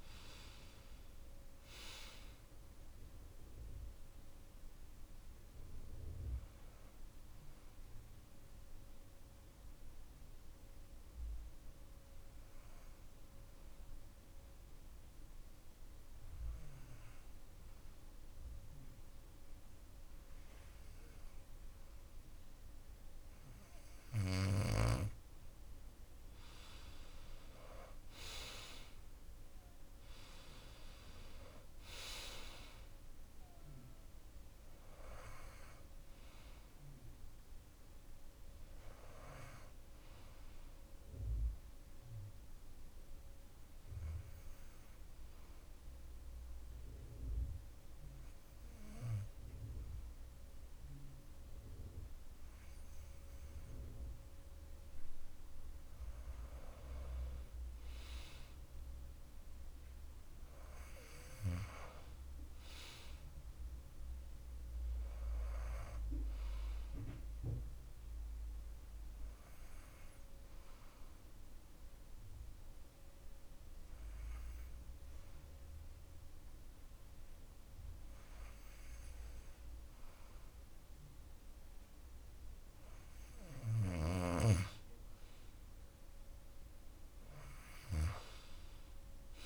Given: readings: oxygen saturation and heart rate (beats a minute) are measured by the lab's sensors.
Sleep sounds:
breathing in sleep by a room microphone; 3
7.50-23.00 s: obstructive apnea (oxygen 95% before, 90% lowest)
26.00-29.50 s: arousal
28.00-47.00 s: oxygen desaturation (device-marked, oxygen 96% before, 90% lowest)
42.00-54.00 s: obstructive apnea (oxygen 96% before, 91% lowest)
56.00-60.50 s: arousal
70.00-82.50 s: obstructive apnea (oxygen 96% before, 91% lowest)
85.50-89.46 s: arousal
From the record:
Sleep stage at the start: N2 (light sleep); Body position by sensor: on the back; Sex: male

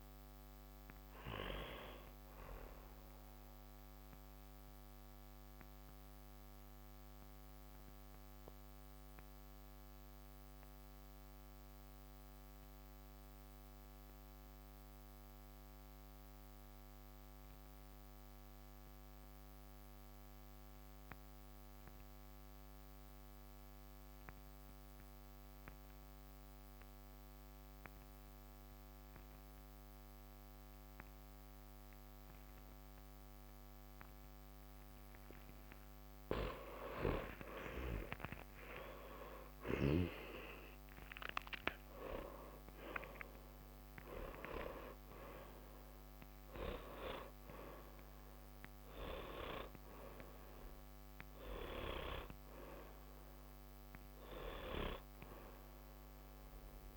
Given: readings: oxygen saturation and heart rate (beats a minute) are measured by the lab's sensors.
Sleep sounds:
breathing in sleep by a microphone on the trachea; 1
3.00-35.50 s: mixed apnea (oxygen 98% before, 89% lowest, heart rate 60 before, 47 extreme, up 23 after)
37.00-41.50 s: arousal
46.50-56.96 s: oxygen desaturation (device-marked, oxygen 96% before, 89% lowest, heart rate 63 before, 47 extreme)
From the record:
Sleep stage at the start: N2 (light sleep); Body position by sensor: on the back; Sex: male

